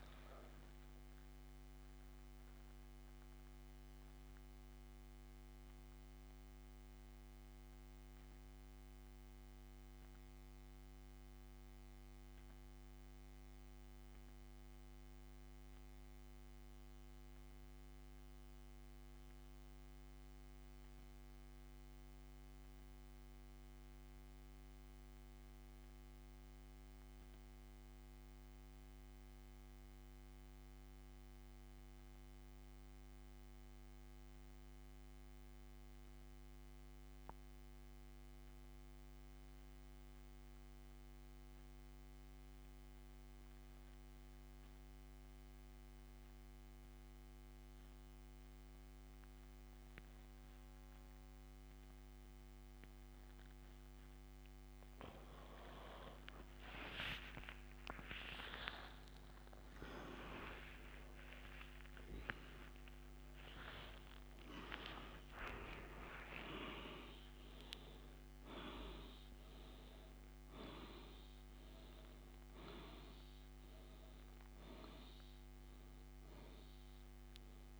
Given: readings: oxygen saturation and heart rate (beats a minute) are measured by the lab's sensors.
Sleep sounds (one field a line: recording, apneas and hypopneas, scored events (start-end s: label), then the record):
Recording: breathing in sleep by a microphone on the trachea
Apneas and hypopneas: 1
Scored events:
0.00-3.50 s: oxygen desaturation (device-marked, oxygen 91% lowest, heart rate 57 extreme)
2.50-53.00 s: mixed apnea (oxygen 97% before, 85% lowest, heart rate 81 before, 38 extreme, up 10 after)
19.50-38.50 s: oxygen desaturation (device-marked, oxygen 92% before, 88% lowest, heart rate 74 before, 40 extreme)
55.50-75.50 s: oxygen desaturation (device-marked, oxygen 98% before, 90% lowest, heart rate 75 before, 38 extreme)
58.00-65.00 s: arousal
From the record:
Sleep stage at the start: N2 (light sleep)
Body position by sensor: on the back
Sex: male